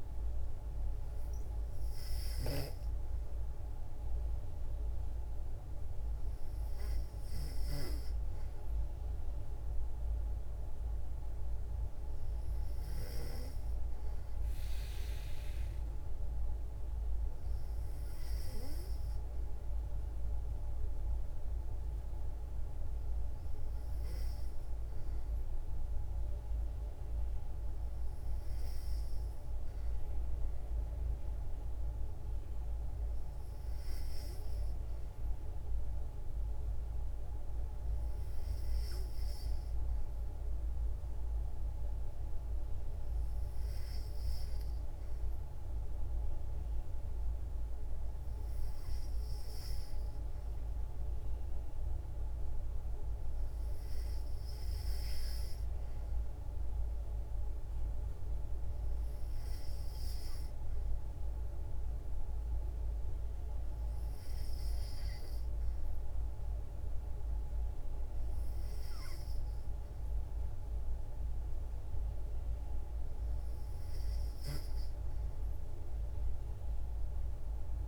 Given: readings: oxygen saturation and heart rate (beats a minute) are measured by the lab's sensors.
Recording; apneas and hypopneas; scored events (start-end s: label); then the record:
breathing in sleep, hard to hear, by a room microphone; none
none scored
From the record:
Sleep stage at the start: N2 (light sleep); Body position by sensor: on the back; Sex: female